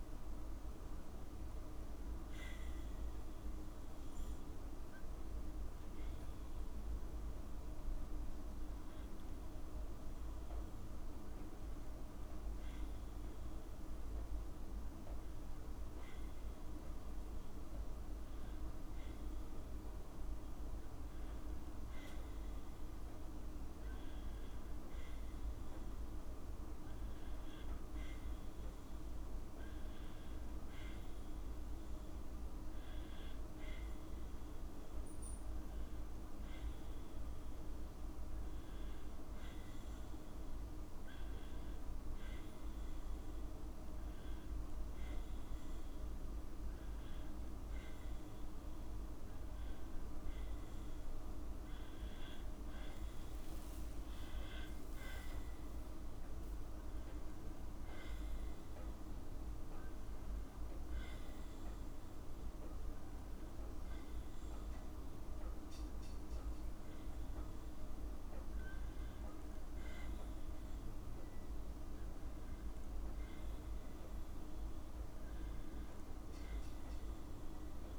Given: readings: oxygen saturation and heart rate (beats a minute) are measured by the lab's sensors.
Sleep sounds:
a person awake in a sleep study, hard to hear, by a room microphone; none
54.00-56.00 s: long interval between heartbeats (device-marked, heart rate 60 before, 69 extreme)
From the record:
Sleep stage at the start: awake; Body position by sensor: on the back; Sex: female

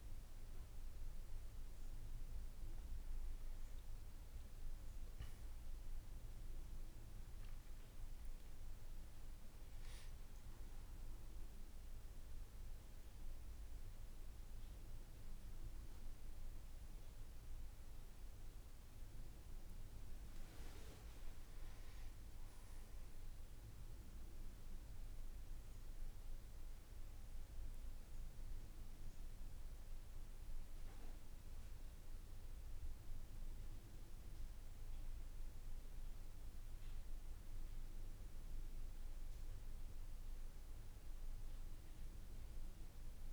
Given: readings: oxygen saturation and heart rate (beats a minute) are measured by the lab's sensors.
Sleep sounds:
breathing in sleep, hard to hear, by a room microphone; none
none scored
From the record:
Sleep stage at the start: N1 (lightest sleep); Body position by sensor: on the back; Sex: male

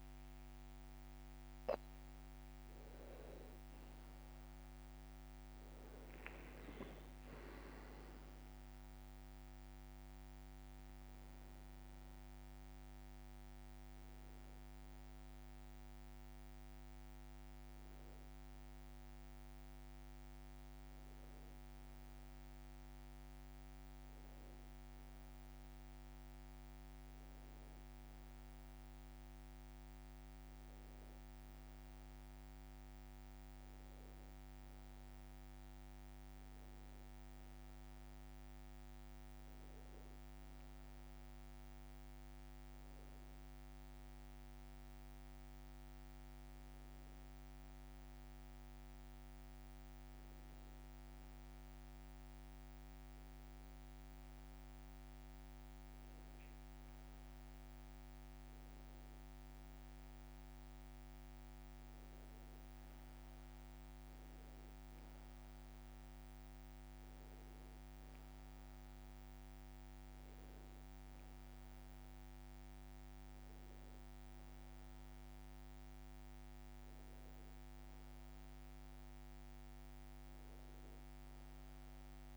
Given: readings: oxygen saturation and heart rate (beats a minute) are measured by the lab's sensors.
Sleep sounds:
a person partly awake in a sleep study, hard to hear, by a microphone on the trachea; none
0.00-2.50 s: tachycardia (device-marked, heart rate 185 extreme)
1.00-3.00 s: long interval between heartbeats (device-marked, heart rate 150 before, 167 extreme)
10.50-82.37 s: new sleep stage, N1 (lightest sleep)
From the record:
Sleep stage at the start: awake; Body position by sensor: on the back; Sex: male

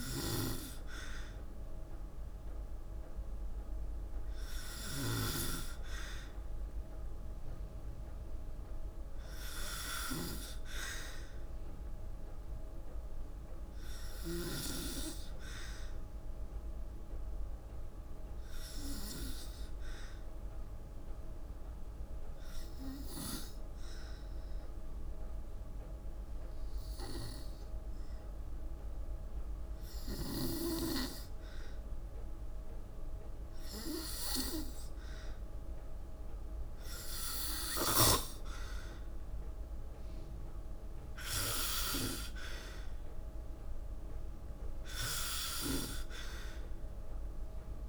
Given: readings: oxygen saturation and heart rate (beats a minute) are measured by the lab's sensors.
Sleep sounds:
breathing in sleep by a room microphone; 1
0.00-4.50 s: snoring (device-marked)
6.00-10.00 s: arousal
14.00-29.00 s: hypopnea (oxygen 95% before, 92% lowest, heart rate 54 before, 55 extreme, up 1 after)
31.00-35.00 s: arousal
From the record:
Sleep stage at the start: N2 (light sleep); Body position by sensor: on the back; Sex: female

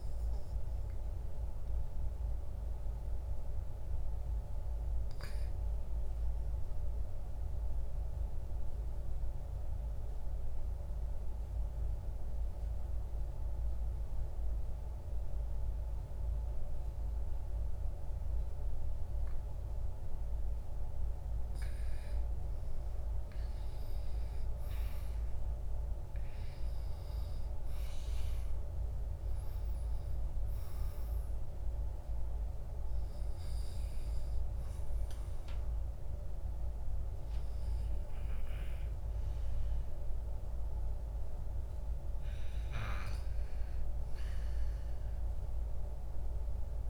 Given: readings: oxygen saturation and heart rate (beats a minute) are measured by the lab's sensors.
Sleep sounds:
breathing in sleep, hard to hear, by a room microphone; 1
7.00-20.00 s: central apnea (oxygen 97% before, 93% lowest, heart rate 59 before, 58 extreme, up 5 after)
23.00-28.50 s: arousal
From the record:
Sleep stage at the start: REM sleep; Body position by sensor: on the back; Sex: male

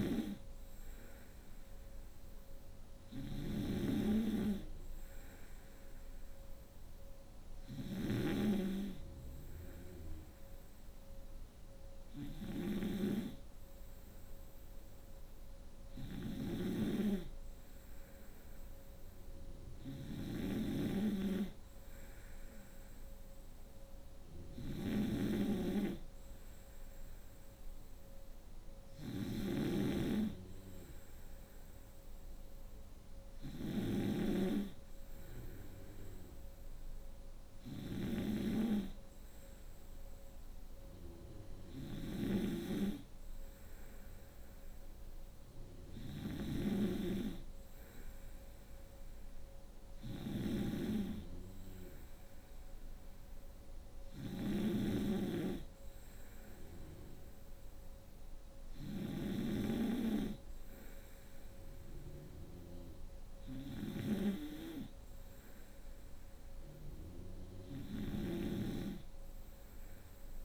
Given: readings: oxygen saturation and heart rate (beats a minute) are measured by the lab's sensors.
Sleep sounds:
breathing in sleep by a room microphone; none
0.00-70.45 s: snoring (device-marked)
From the record:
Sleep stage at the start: N3 (deep sleep); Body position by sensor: on the right side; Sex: female

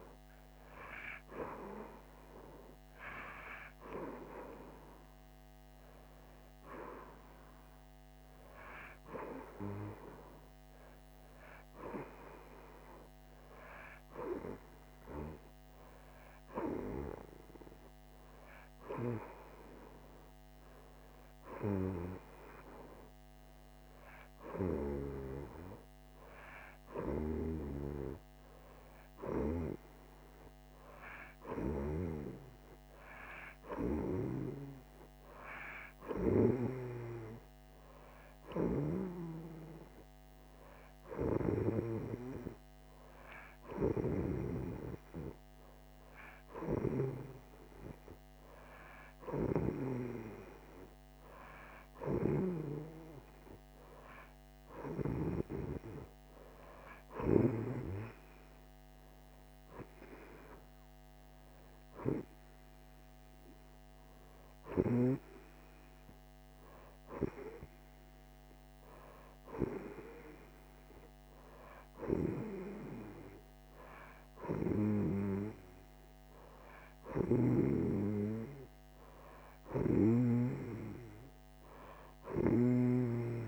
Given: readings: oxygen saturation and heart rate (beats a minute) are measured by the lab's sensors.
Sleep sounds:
breathing in sleep by a microphone on the trachea; none
0.00-2.50 s: oxygen desaturation (device-marked, oxygen 87% lowest)
82.00-83.48 s: snoring (device-marked)
From the record:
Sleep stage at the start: N2 (light sleep); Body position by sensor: on the right side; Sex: female

